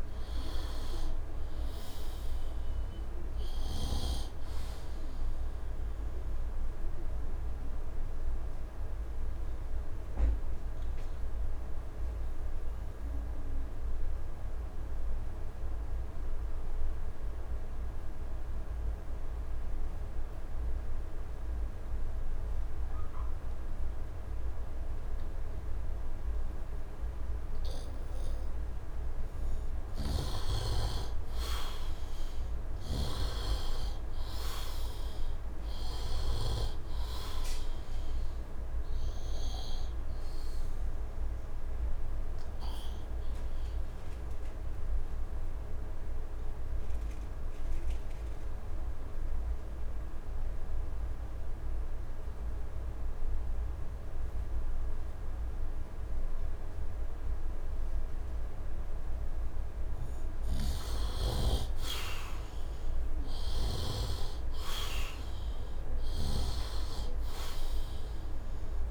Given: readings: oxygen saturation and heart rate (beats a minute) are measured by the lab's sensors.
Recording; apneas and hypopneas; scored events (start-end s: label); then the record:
breathing in sleep by a room microphone; 2
0.00-1.00 s: arousal
0.00-24.50 s: oxygen desaturation (device-marked, oxygen 85% lowest, heart rate 71 extreme)
5.50-28.00 s: obstructive apnea (oxygen 98% before, 83% lowest, heart rate 79 before, 71 extreme, up 6 after)
30.00-33.50 s: arousal
32.50-36.50 s: snoring (device-marked)
32.50-55.50 s: oxygen desaturation (device-marked, oxygen 99% before, 83% lowest, heart rate 76 before, 73 extreme)
40.00-58.50 s: obstructive apnea (oxygen 99% before, 78% lowest, heart rate 79 before, 73 extreme, up 8 after)
60.50-64.00 s: snoring (device-marked)
61.00-65.00 s: arousal
65.50-68.91 s: oxygen desaturation (device-marked, oxygen 99% before, 84% lowest, heart rate 78 before, 73 extreme)
From the record:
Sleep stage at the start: N2 (light sleep); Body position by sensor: on the right side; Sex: male